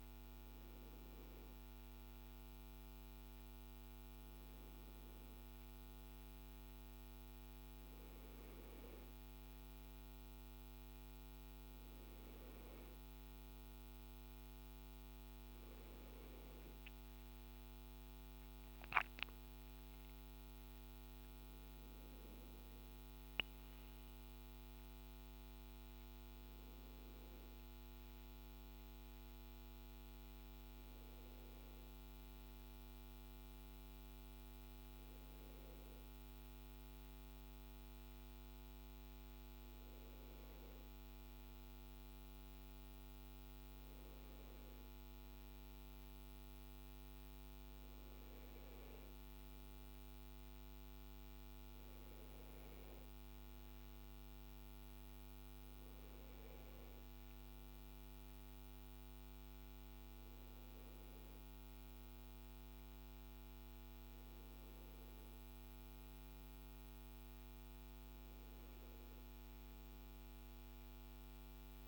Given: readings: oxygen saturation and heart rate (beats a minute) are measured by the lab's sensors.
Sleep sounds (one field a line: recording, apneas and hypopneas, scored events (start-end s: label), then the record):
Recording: breathing in sleep, hard to hear, by a microphone on the trachea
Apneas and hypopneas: none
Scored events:
13.50-71.88 s: new sleep stage, N2 (light sleep)
From the record:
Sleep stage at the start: N1 (lightest sleep)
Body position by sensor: on the left side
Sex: male